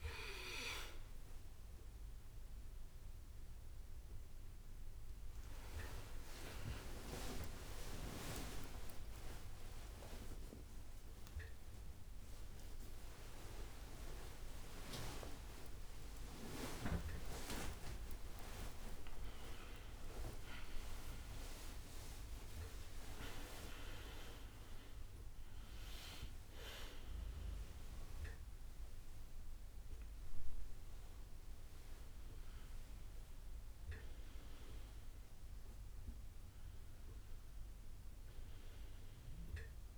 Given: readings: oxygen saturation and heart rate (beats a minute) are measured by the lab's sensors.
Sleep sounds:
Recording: a person awake in a sleep study, by a room microphone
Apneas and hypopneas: none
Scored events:
8.00-10.00 s: long interval between heartbeats (device-marked)
9.00-39.98 s: bradycardia (device-marked)
13.00-15.00 s: long interval between heartbeats (device-marked)
From the record:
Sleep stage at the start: awake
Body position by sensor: on the right side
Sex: male

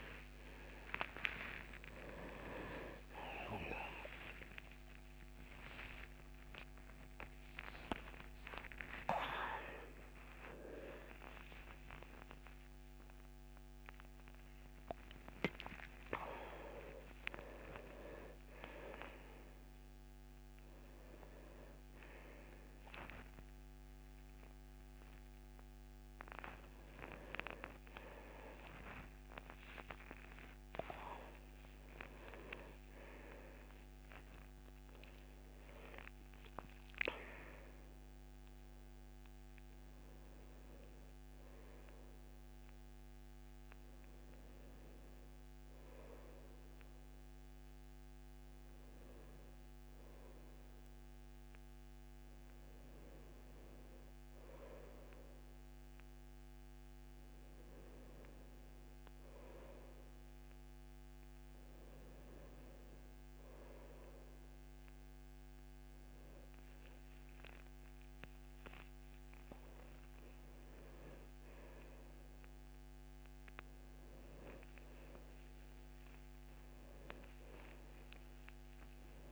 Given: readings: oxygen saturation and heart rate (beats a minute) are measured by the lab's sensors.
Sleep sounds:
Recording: a person awake in a sleep study, by a microphone on the trachea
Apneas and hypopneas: none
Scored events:
2.00-79.32 s: new sleep stage, awake
From the record:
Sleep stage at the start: N1 (lightest sleep)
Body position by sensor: on the back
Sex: male

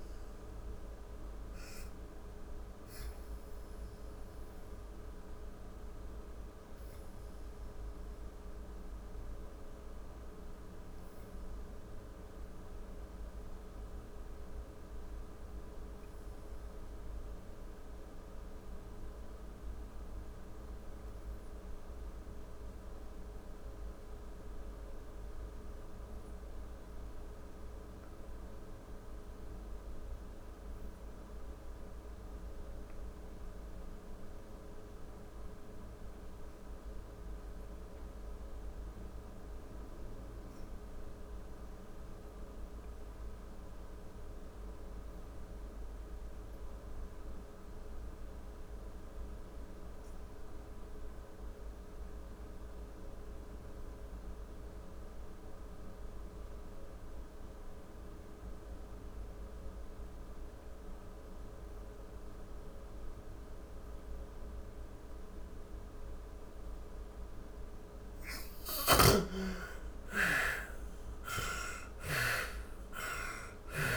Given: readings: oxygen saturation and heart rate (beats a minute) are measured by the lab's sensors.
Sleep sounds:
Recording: breathing in sleep, hard to hear, by a room microphone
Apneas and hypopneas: 1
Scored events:
0.00-21.50 s: oxygen desaturation (device-marked, oxygen 73% lowest, heart rate 46 extreme)
2.00-65.00 s: obstructive apnea (oxygen 96% before, 52% lowest, heart rate 61 before, 38 extreme, up 26 after)
32.50-73.97 s: oxygen desaturation (device-marked, oxygen 96% before, 52% lowest, heart rate 52 before, 38 extreme)
67.00-70.50 s: snoring (device-marked)
67.00-72.00 s: arousal
From the record:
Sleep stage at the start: REM sleep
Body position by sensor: on the back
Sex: female

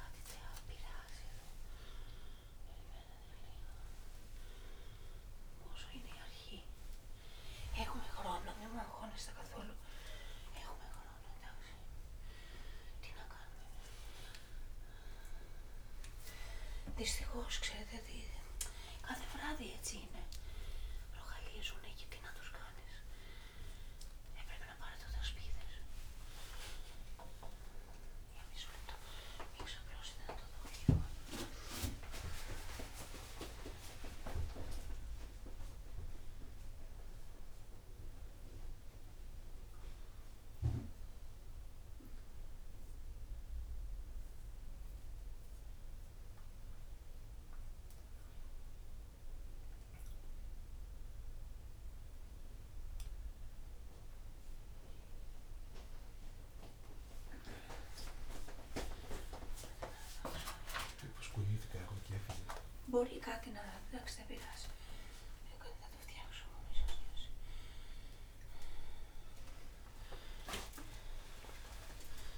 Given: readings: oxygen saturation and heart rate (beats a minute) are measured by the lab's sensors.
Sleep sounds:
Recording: a person awake in a sleep study, by a room microphone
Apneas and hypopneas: none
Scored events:
none scored
From the record:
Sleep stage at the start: awake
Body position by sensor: upright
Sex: male

